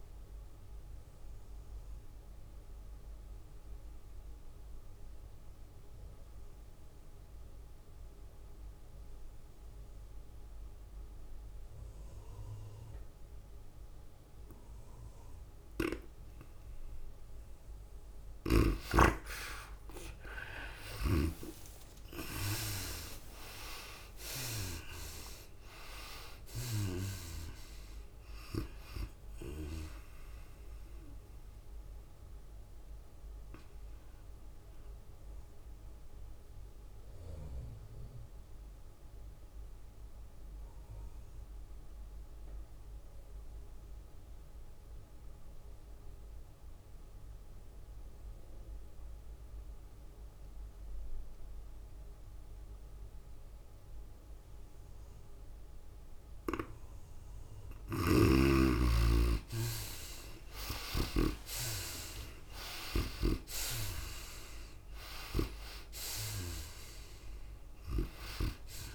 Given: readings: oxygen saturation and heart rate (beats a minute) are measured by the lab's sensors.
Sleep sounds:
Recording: breathing in sleep by a room microphone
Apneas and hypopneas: 2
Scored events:
0.00-4.50 s: tachycardia (device-marked, heart rate 105 extreme)
0.00-7.50 s: drop in pulse transit time (device-marked, heart rate 99 extreme)
0.00-8.50 s: oxygen desaturation (device-marked, oxygen 81% lowest, heart rate 93 extreme)
0.50-17.50 s: obstructive apnea (oxygen 97% before, 78% lowest, heart rate 98 before, 95 extreme, up 25 after)
18.50-38.50 s: tachycardia (device-marked, heart rate 98 before, 122 extreme)
19.50-43.50 s: oxygen desaturation (device-marked, oxygen 97% before, 81% lowest, heart rate 100 before, 90 extreme)
22.00-25.50 s: arousal
22.50-24.50 s: long interval between heartbeats (device-marked, heart rate 99 before, 118 extreme)
24.50-38.50 s: drop in pulse transit time (device-marked, heart rate 101 before, 103 extreme)
32.50-57.00 s: obstructive apnea (oxygen 97% before, 76% lowest, heart rate 106 before, 90 extreme, up 11 after)
52.50-68.95 s: oxygen desaturation (device-marked, oxygen 99% before, 78% lowest, heart rate 98 before, 82 extreme)
58.50-62.00 s: snoring (device-marked)
59.00-62.50 s: arousal
61.50-68.95 s: tachycardia (device-marked, heart rate 98 before, 106 extreme)
62.50-68.95 s: drop in pulse transit time (device-marked, heart rate 93 before, 95 extreme)
From the record:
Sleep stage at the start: N2 (light sleep)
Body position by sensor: on the right side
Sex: female

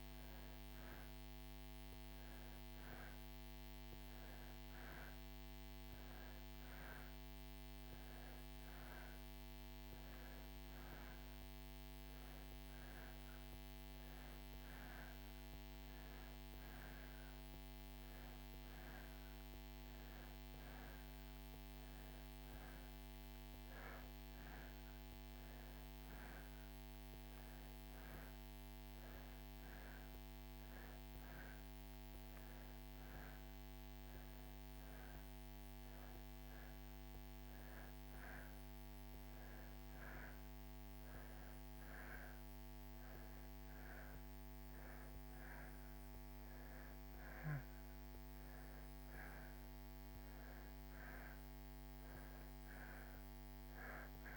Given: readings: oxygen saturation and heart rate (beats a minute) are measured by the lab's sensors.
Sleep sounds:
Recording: breathing in sleep, hard to hear, by a microphone on the trachea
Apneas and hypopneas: none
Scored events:
none scored
From the record:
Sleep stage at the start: N2 (light sleep)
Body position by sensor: on the back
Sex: male

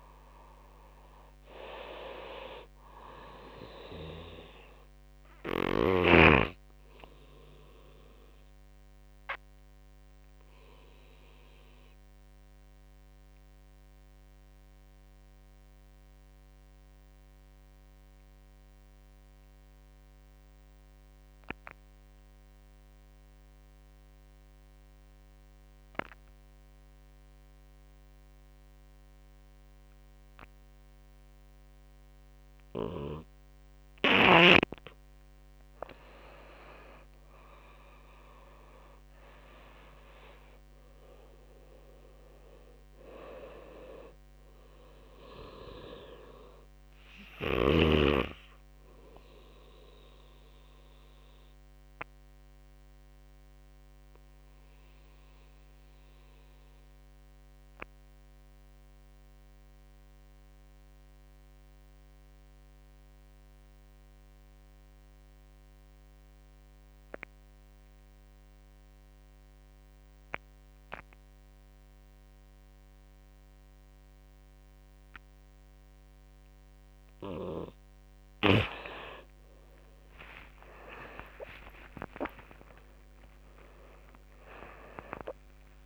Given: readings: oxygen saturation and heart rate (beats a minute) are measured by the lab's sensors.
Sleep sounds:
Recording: breathing in sleep by a microphone on the trachea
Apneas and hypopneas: 2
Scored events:
0.00-17.50 s: oxygen desaturation (device-marked, oxygen 89% lowest)
7.50-32.00 s: obstructive apnea (oxygen 100% before, 86% lowest)
28.50-61.50 s: oxygen desaturation (device-marked, oxygen 99% before, 87% lowest)
35.00-38.00 s: arousal
50.00-76.50 s: obstructive apnea (oxygen 99% before, 86% lowest)
68.50-85.86 s: oxygen desaturation (device-marked, oxygen 100% before, 86% lowest)
74.50-85.86 s: new sleep stage, awake
75.50-85.86 s: tachycardia (device-marked, heart rate 33 before, 155 extreme)
84.50-85.86 s: drop in pulse transit time (device-marked, heart rate 42 before, 110 extreme)
From the record:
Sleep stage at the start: N2 (light sleep)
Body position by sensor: on the right side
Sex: male

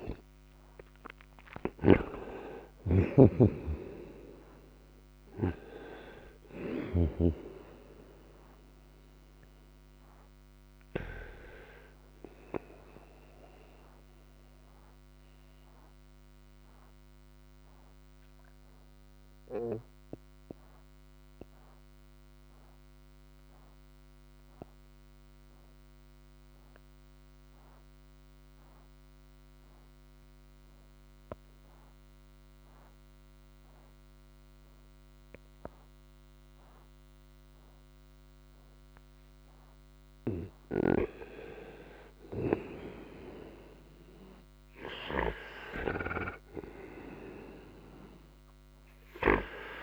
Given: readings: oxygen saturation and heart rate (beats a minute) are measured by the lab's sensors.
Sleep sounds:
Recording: breathing in sleep by a microphone on the trachea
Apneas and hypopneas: 1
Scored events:
0.00-7.00 s: snoring (device-marked)
0.00-29.00 s: oxygen desaturation (device-marked, oxygen 83% lowest, heart rate 58 extreme)
14.50-41.50 s: obstructive apnea (oxygen 95% before, 83% lowest, heart rate 78 before, 58 extreme, up 7 after)
43.50-47.50 s: arousal
44.00-49.83 s: oxygen desaturation (device-marked, oxygen 99% before, 90% lowest, heart rate 61 before, 59 extreme)
From the record:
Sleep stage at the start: N2 (light sleep)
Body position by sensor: on the right side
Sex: male

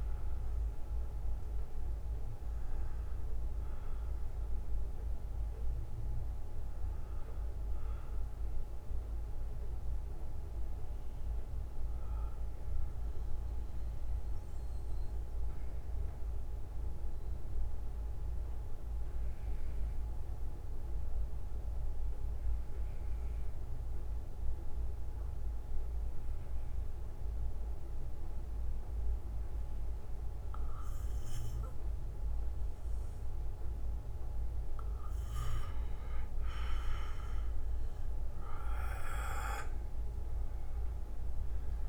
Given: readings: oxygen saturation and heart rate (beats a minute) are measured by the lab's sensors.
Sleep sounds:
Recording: breathing in sleep by a room microphone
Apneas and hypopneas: 1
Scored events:
0.00-4.50 s: oxygen desaturation (device-marked, oxygen 94% lowest, heart rate 53 extreme)
1.50-3.50 s: bradycardia (device-marked, heart rate 59 before, 67 extreme)
4.50-10.50 s: bradycardia (device-marked, heart rate 59 before, 57 extreme)
11.50-15.50 s: bradycardia (device-marked, heart rate 59 before, 56 extreme)
13.50-24.50 s: oxygen desaturation (device-marked, oxygen 97% before, 94% lowest, heart rate 63 before, 58 extreme)
15.00-35.50 s: central apnea (oxygen 97% before, 90% lowest, heart rate 62 before, 54 extreme, up 8 after)
16.50-18.50 s: bradycardia (device-marked, heart rate 59 before, 57 extreme)
20.50-23.50 s: bradycardia (device-marked, heart rate 59 before, 59 extreme)
26.50-33.50 s: bradycardia (device-marked, heart rate 59 before, 58 extreme)
34.50-36.50 s: bradycardia (device-marked, heart rate 59 before, 58 extreme)
38.50-41.89 s: arousal
From the record:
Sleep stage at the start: REM sleep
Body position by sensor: on the back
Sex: male

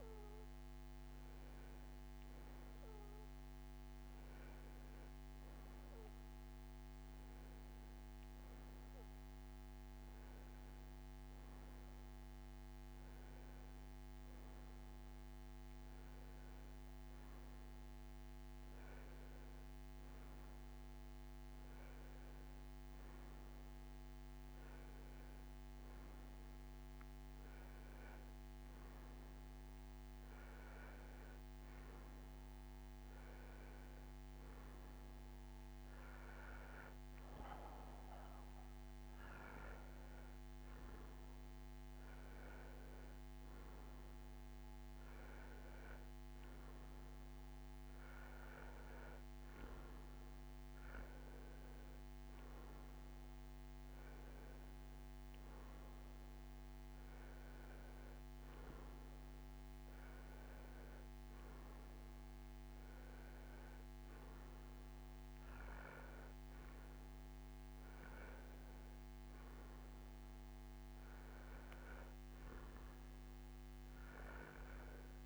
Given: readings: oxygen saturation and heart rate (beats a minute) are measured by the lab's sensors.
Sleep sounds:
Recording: breathing in sleep, hard to hear, by a microphone on the trachea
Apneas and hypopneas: none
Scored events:
none scored
From the record:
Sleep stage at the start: N2 (light sleep)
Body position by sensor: on the right side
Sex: male

